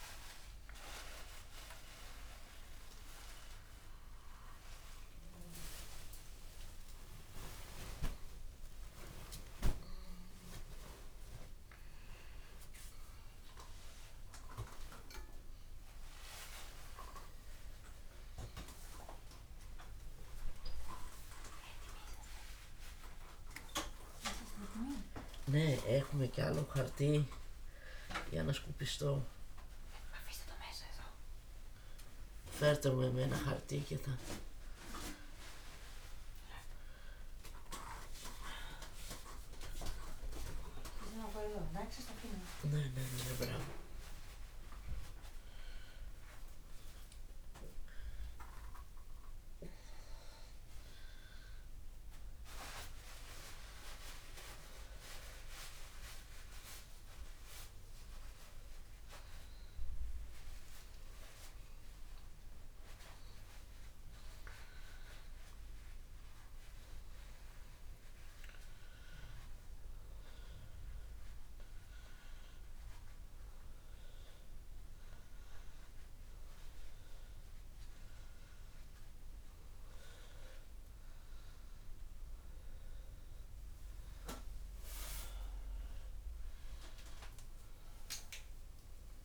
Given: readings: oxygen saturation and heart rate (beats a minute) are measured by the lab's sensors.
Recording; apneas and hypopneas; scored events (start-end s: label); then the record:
a person awake in a sleep study, by a room microphone; none
none scored
From the record:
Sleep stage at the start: awake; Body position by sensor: upright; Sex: female